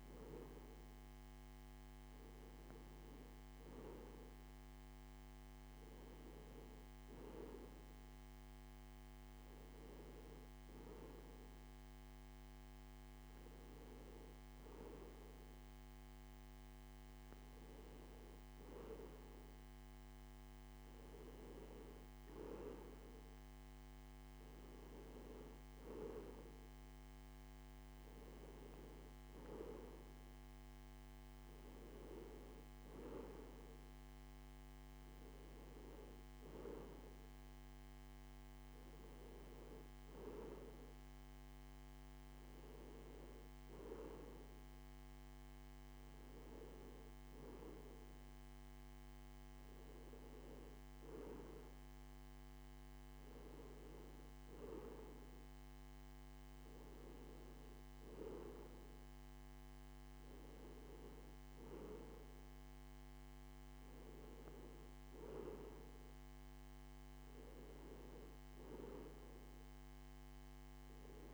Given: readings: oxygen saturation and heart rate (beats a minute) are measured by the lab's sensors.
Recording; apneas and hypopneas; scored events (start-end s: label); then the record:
breathing in sleep by a microphone on the trachea; none
none scored
From the record:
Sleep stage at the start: N2 (light sleep); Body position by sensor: on the back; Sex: male